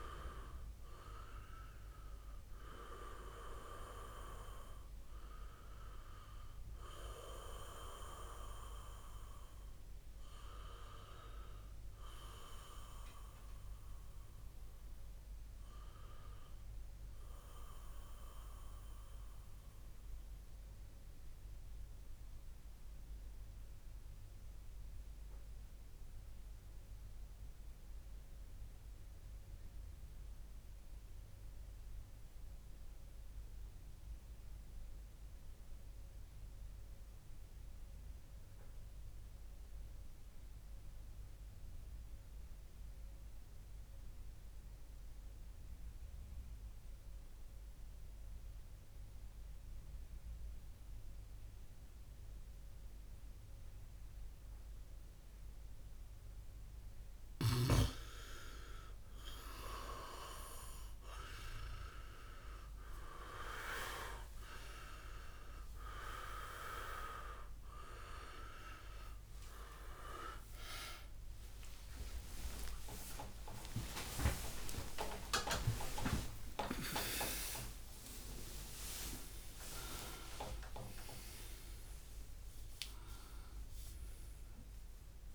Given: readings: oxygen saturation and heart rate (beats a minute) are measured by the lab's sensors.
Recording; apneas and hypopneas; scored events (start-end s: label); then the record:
breathing in sleep by a room microphone; 1
0.00-4.00 s: oxygen desaturation (device-marked, oxygen 93% lowest, heart rate 62 extreme)
18.50-57.00 s: mixed apnea (oxygen 96% before, 94% lowest, heart rate 71 before, 57 extreme, up 13 after)
59.00-76.00 s: oxygen desaturation (device-marked, oxygen 98% before, 94% lowest, heart rate 62 before, 70 extreme)
61.00-85.34 s: new sleep stage, N1 (lightest sleep)
70.00-76.50 s: arousal
From the record:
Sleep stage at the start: REM sleep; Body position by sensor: on the back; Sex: male